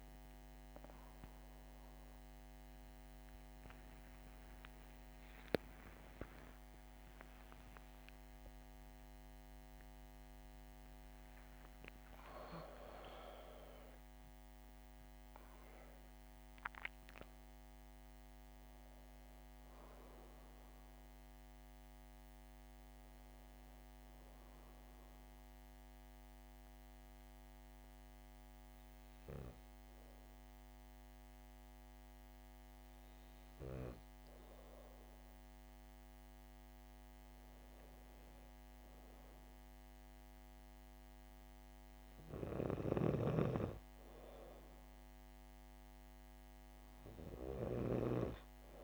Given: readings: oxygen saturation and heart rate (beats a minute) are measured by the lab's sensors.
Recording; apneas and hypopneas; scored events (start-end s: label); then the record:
a person awake in a sleep study, by a microphone on the trachea; none
9.50-13.50 s: oxygen desaturation (device-marked, oxygen 97% before, 94% lowest, heart rate 80 before, 66 extreme)
25.50-48.84 s: new sleep stage, N2 (light sleep)
42.50-48.00 s: snoring (device-marked)
From the record:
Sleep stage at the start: awake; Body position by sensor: on the back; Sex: female